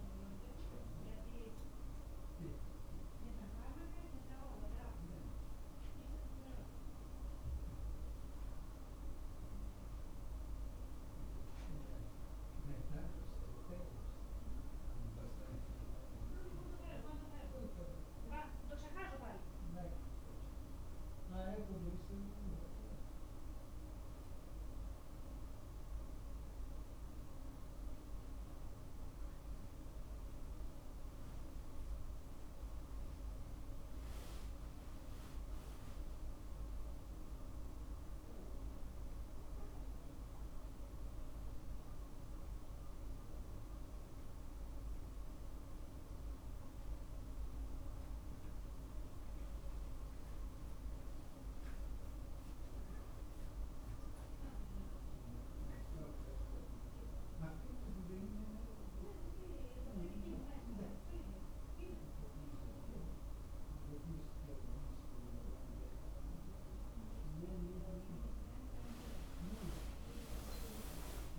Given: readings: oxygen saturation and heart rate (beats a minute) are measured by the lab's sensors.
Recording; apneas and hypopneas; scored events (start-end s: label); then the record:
a person awake in a sleep study, by a room microphone; none
none scored
From the record:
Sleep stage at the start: awake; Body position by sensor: on the back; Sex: male